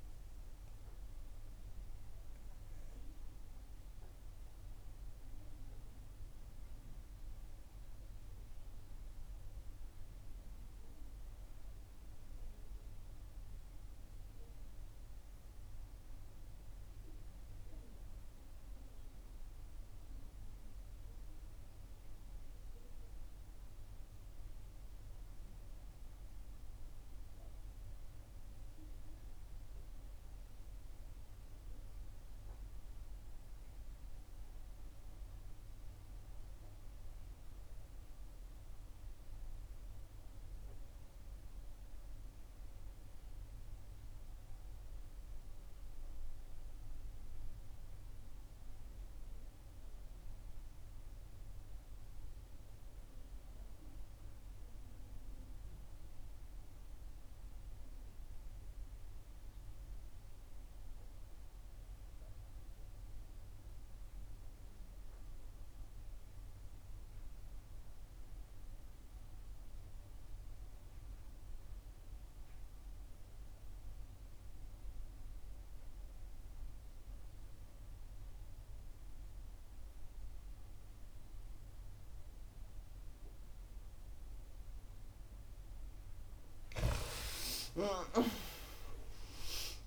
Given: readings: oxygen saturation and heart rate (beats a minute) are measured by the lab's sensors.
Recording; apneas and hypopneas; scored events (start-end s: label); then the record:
breathing in sleep, hard to hear, by a room microphone; 1
1.00-85.50 s: obstructive apnea (oxygen 96% before, 62% lowest, heart rate 67 before, 63 extreme, up 8 after)
8.50-89.87 s: new sleep stage, REM sleep
12.50-89.87 s: oxygen desaturation (device-marked, oxygen 96% before, 62% lowest, heart rate 65 before, 62 extreme)
87.00-89.87 s: arousal
From the record:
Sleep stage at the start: N2 (light sleep); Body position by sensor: on the back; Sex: female